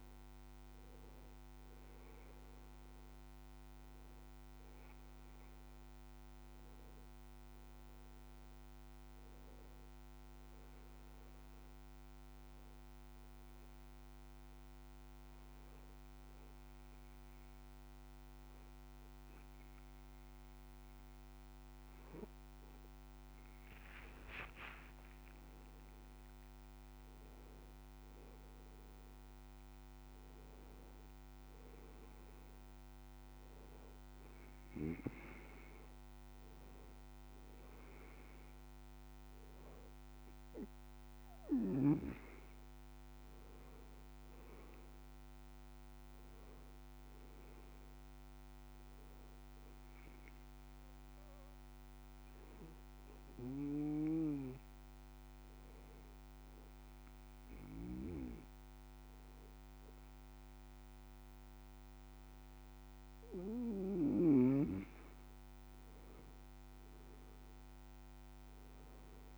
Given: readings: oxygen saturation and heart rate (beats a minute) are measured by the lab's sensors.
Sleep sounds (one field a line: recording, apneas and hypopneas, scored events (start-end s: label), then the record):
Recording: breathing in sleep by a microphone on the trachea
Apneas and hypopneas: 2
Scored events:
9.50-21.50 s: hypopnea (oxygen 98% before, 93% lowest)
10.00-69.38 s: new sleep stage, N2 (light sleep)
23.00-27.00 s: arousal
26.00-44.00 s: oxygen desaturation (device-marked, oxygen 97% before, 93% lowest)
51.00-64.00 s: hypopnea (oxygen 96% before, 93% lowest)
From the record:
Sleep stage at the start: N1 (lightest sleep)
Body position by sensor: on the back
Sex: male